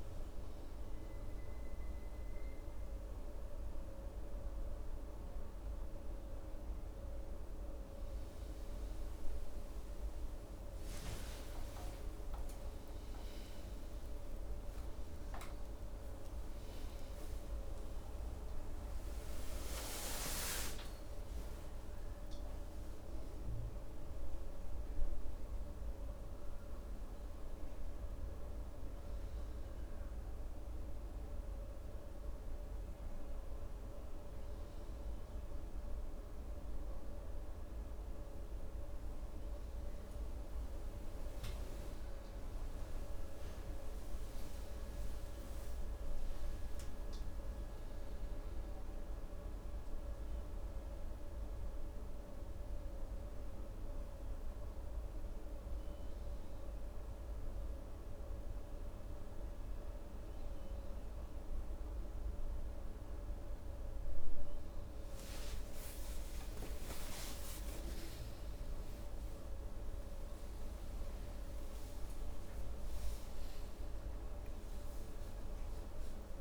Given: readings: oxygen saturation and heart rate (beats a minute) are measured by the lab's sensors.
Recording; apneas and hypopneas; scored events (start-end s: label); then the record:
a person awake in a sleep study, hard to hear, by a room microphone; none
none scored
From the record:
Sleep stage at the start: awake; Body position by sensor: on the right side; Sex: male